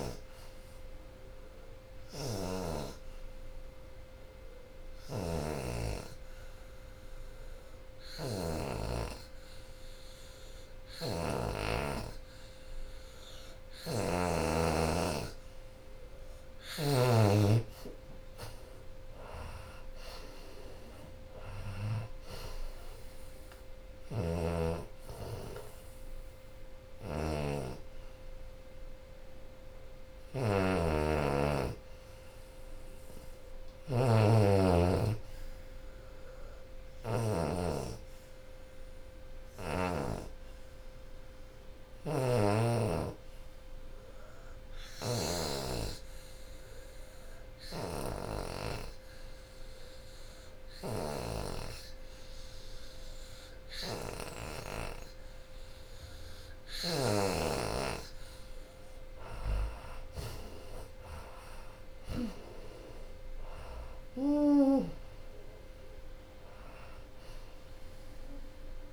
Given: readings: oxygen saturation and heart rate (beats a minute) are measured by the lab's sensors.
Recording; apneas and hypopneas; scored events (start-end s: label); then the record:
breathing in sleep by a room microphone; 2
0.00-10.50 s: oxygen desaturation (device-marked, oxygen 86% lowest, heart rate 77 extreme)
2.50-14.50 s: hypopnea (oxygen 90% before, 82% lowest, heart rate 87 before, 77 extreme, up 13 after)
12.50-35.50 s: oxygen desaturation (device-marked, oxygen 89% before, 84% lowest, heart rate 86 before, 73 extreme)
14.50-26.50 s: drop in pulse transit time (device-marked, heart rate 86 before, 86 extreme)
16.50-20.50 s: arousal
38.50-55.50 s: hypopnea (oxygen 92% before, 82% lowest, heart rate 86 before, 73 extreme, up 19 after)
40.50-48.50 s: oxygen desaturation (device-marked, oxygen 92% before, 87% lowest, heart rate 86 before, 73 extreme)
50.50-68.93 s: oxygen desaturation (device-marked, oxygen 90% before, 82% lowest, heart rate 81 before, 74 extreme)
57.00-61.00 s: arousal
57.50-68.93 s: drop in pulse transit time (device-marked, heart rate 80 before, 75 extreme)
From the record:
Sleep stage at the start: N2 (light sleep); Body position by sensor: on the back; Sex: female